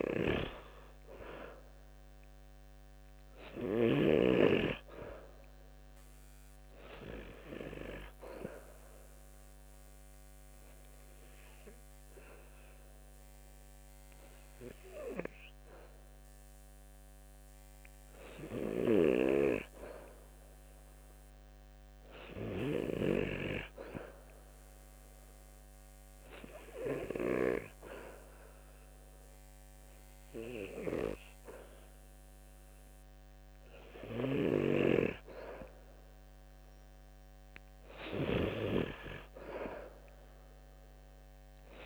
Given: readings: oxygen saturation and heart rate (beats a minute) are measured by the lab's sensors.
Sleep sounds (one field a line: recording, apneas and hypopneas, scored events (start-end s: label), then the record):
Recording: breathing in sleep by a microphone on the trachea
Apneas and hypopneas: 1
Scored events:
2.00-5.00 s: arousal
8.00-19.00 s: obstructive apnea (oxygen 94% before, 89% lowest, heart rate 71 before, 67 extreme, up 9 after)
23.50-27.00 s: arousal
From the record:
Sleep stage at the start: N2 (light sleep)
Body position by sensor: on the back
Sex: male